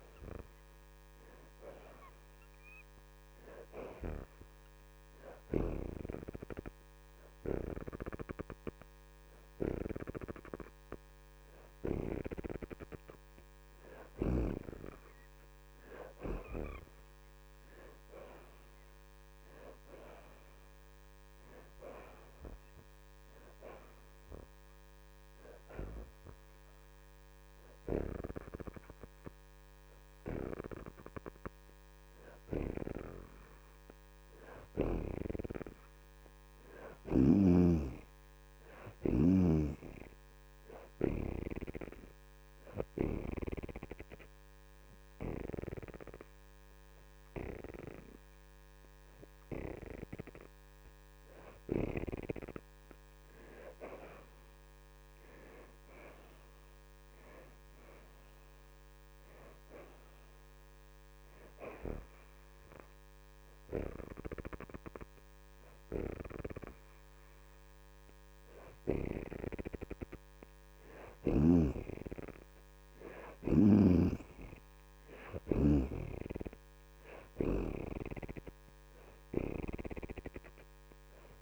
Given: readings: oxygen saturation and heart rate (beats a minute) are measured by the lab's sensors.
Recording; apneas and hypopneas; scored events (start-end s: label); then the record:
breathing in sleep by a microphone on the trachea; 1
0.00-1.50 s: arousal
0.00-8.50 s: oxygen desaturation (device-marked, oxygen 62% lowest)
14.50-26.50 s: oxygen desaturation (device-marked, oxygen 73% before, 66% lowest)
32.50-46.50 s: oxygen desaturation (device-marked, oxygen 72% before, 62% lowest)
42.00-54.00 s: hypopnea (oxygen 73% before, 63% lowest)
54.50-67.50 s: oxygen desaturation (device-marked, oxygen 73% before, 63% lowest)
55.50-59.00 s: arousal
From the record:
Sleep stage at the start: N2 (light sleep); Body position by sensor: on the back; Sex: female